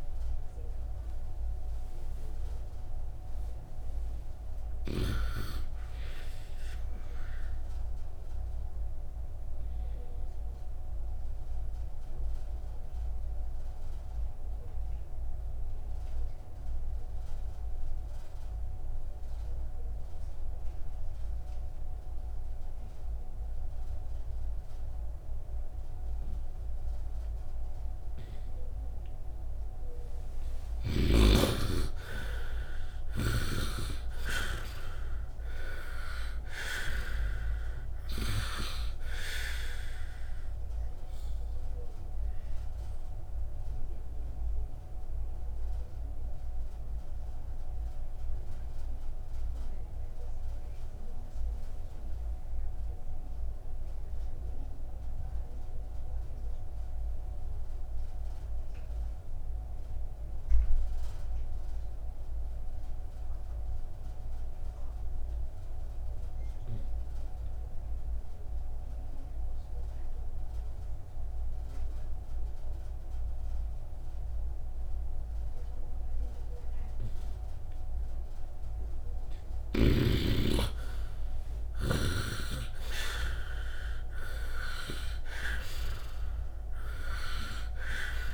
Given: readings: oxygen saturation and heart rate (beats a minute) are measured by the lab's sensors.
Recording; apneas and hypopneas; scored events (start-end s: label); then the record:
breathing in sleep by a room microphone; 2
0.00-16.00 s: oxygen desaturation (device-marked, oxygen 74% lowest, heart rate 53 extreme)
8.00-29.00 s: obstructive apnea (oxygen 88% before, 73% lowest, heart rate 71 before, 53 extreme, up 3 after)
30.00-35.00 s: oxygen desaturation (device-marked, oxygen 96% before, 91% lowest, heart rate 64 before, 58 extreme)
32.00-36.00 s: arousal
40.00-69.00 s: oxygen desaturation (device-marked, oxygen 95% before, 73% lowest, heart rate 58 before, 50 extreme)
41.00-79.00 s: obstructive apnea (oxygen 97% before, 73% lowest, heart rate 58 before, 50 extreme, up 7 after)
77.00-88.34 s: oxygen desaturation (device-marked, oxygen 97% before, 73% lowest, heart rate 60 before, 51 extreme)
81.50-85.50 s: arousal
From the record:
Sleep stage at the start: N2 (light sleep); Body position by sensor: on the right side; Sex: male